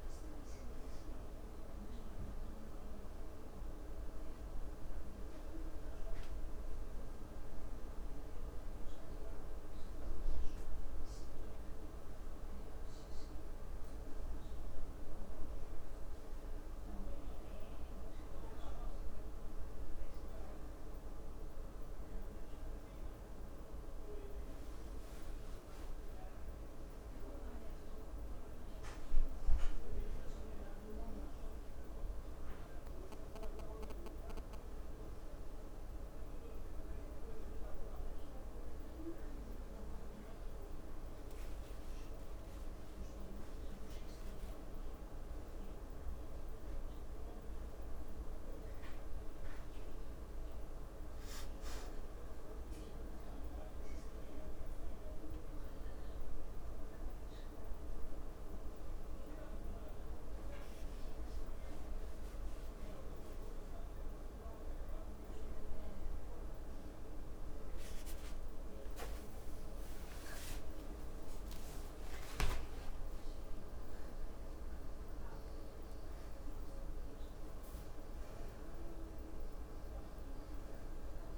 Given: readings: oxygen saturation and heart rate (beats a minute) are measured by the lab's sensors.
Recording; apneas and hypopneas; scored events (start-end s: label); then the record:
a person awake in a sleep study, hard to hear, by a room microphone; none
23.50-27.00 s: leg movement (device-marked)
29.00-31.00 s: leg movement (device-marked)
32.50-34.00 s: leg movement (device-marked)
53.00-81.38 s: new sleep stage, N1 (lightest sleep)
54.00-56.00 s: leg movement (device-marked)
60.50-63.00 s: leg movement (device-marked)
68.50-74.50 s: leg movement (device-marked)
From the record:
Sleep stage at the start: awake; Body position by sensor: on the back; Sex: female